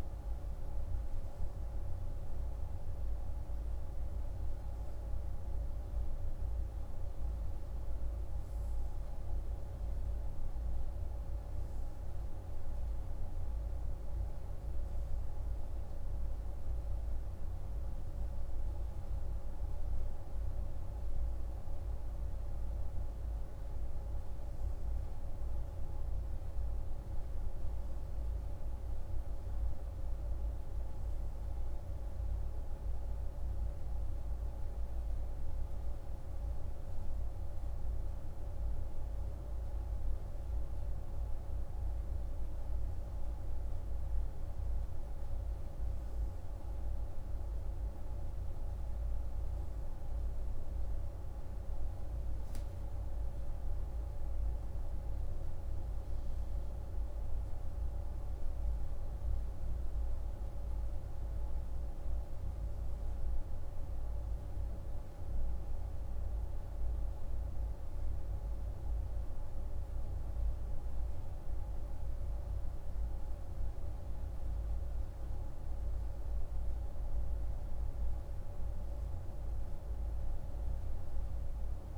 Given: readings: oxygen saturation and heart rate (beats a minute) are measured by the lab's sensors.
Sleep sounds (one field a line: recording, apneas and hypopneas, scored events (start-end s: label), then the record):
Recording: breathing in sleep, hard to hear, by a room microphone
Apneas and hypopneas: none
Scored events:
none scored
From the record:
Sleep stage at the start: N3 (deep sleep)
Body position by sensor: on the right side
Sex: male